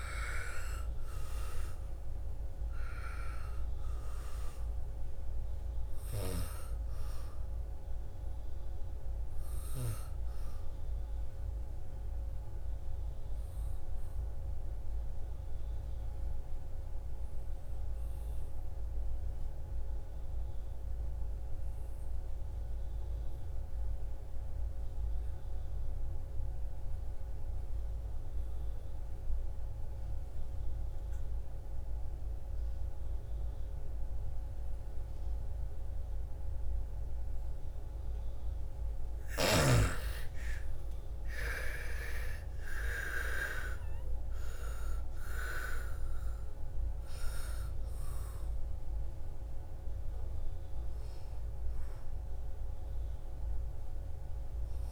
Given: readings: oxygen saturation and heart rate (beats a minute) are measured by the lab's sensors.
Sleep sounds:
breathing in sleep by a room microphone; 1
0.00-2.00 s: arousal
0.00-19.00 s: oxygen desaturation (device-marked, oxygen 88% lowest, heart rate 57 extreme)
10.50-37.50 s: obstructive apnea (oxygen 99% before, 78% lowest, heart rate 63 before, 57 extreme, up 12 after)
28.00-54.92 s: oxygen desaturation (device-marked, oxygen 99% before, 78% lowest, heart rate 60 before, 55 extreme)
39.50-43.50 s: arousal
From the record:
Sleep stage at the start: N2 (light sleep); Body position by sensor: on the back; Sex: female

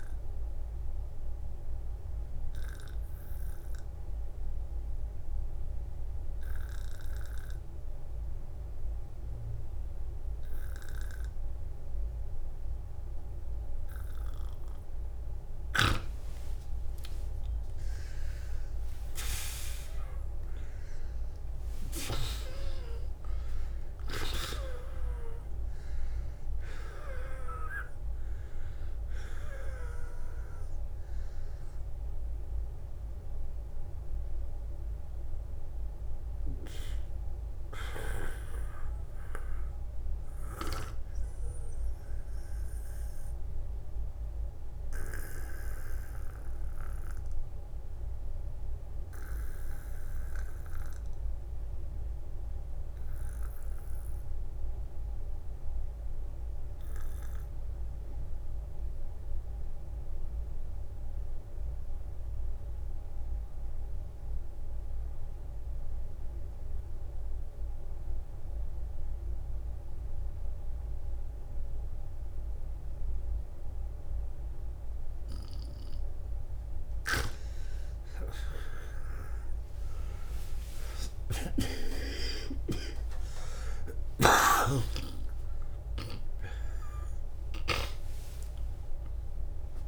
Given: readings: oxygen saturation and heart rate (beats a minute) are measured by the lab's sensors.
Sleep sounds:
breathing in sleep by a room microphone; 2
0.00-8.50 s: oxygen desaturation (device-marked, oxygen 92% lowest, heart rate 47 extreme)
0.50-14.50 s: obstructive apnea (oxygen 96% before, 79% lowest, heart rate 54 before, 47 extreme, up 17 after)
16.00-20.00 s: arousal
16.50-34.50 s: oxygen desaturation (device-marked, oxygen 94% before, 88% lowest, heart rate 48 before, 48 extreme)
34.00-36.00 s: long interval between heartbeats (device-marked, heart rate 63 before, 66 extreme)
41.50-58.50 s: oxygen desaturation (device-marked, oxygen 89% before, 79% lowest, heart rate 62 before, 48 extreme)
50.50-52.50 s: long interval between heartbeats (device-marked, heart rate 60 before, 60 extreme)
52.00-74.50 s: obstructive apnea (oxygen 91% before, 79% lowest, heart rate 59 before, 48 extreme, up 15 after)
67.50-69.50 s: long interval between heartbeats (device-marked, heart rate 55 before, 55 extreme)
76.50-81.00 s: arousal
80.50-84.00 s: snoring (device-marked)
85.50-89.88 s: new sleep stage, N1 (lightest sleep)
87.50-89.88 s: oxygen desaturation (device-marked, oxygen 94% before, 91% lowest, heart rate 57 before, 53 extreme)
From the record:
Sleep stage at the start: N2 (light sleep); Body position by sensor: on the back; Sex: male

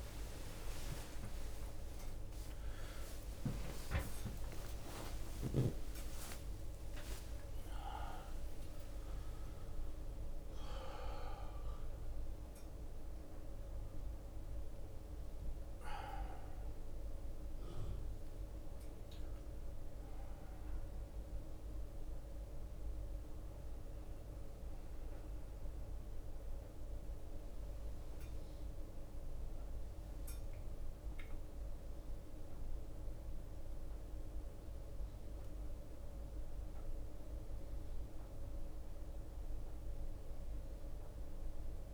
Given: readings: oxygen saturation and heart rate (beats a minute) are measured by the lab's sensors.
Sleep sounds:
a person awake in a sleep study, by a room microphone; none
0.00-1.00 s: bradycardia (device-marked)
5.50-7.50 s: long interval between heartbeats (device-marked)
9.00-11.00 s: long interval between heartbeats (device-marked)
10.00-19.00 s: bradycardia (device-marked, heart rate 58 before, 33 extreme)
14.00-21.00 s: drop in pulse transit time (device-marked, heart rate 42 before, 33 extreme)
From the record:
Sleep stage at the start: awake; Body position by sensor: upright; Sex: male

